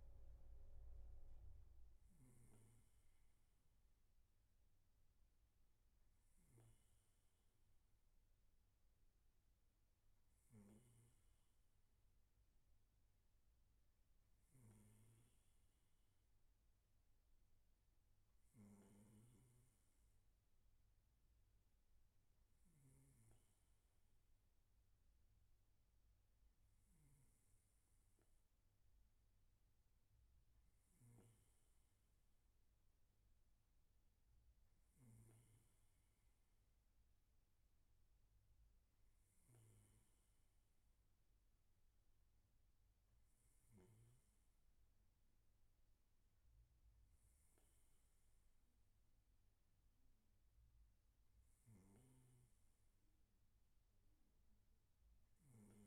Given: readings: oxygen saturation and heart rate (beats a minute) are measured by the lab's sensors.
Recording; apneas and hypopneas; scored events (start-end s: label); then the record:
breathing in sleep, hard to hear, by a room microphone; none
none scored
From the record:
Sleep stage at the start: N3 (deep sleep); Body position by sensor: on the right side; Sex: male